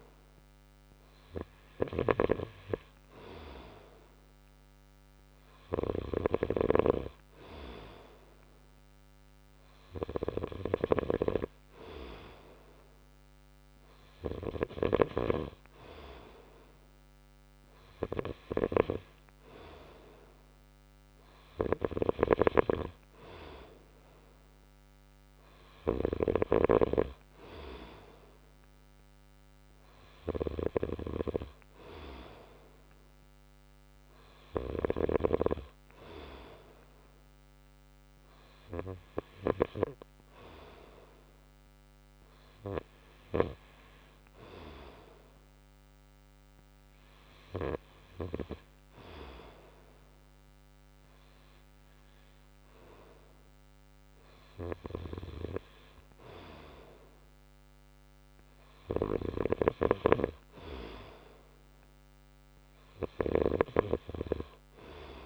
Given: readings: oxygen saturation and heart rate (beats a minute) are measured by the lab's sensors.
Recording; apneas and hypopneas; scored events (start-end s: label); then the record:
breathing in sleep by a microphone on the trachea; none
none scored
From the record:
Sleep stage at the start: N2 (light sleep); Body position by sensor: on the right side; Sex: male